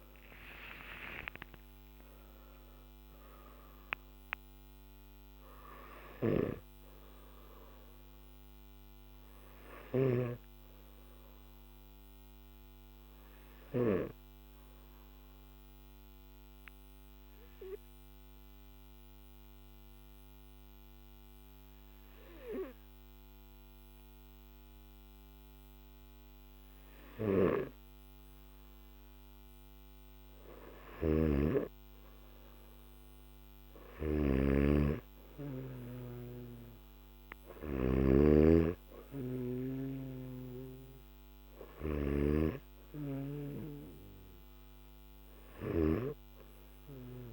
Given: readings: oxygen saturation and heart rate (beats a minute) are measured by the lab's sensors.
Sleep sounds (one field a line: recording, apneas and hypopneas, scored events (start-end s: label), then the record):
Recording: breathing in sleep by a microphone on the trachea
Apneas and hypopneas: 1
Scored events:
0.00-14.00 s: oxygen desaturation (device-marked, oxygen 92% lowest, heart rate 48 extreme)
11.50-29.50 s: obstructive apnea (oxygen 97% before, 92% lowest, heart rate 54 before, 48 extreme, up 5 after)
33.50-37.50 s: snoring (device-marked)
From the record:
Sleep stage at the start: N3 (deep sleep)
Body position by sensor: on the back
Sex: male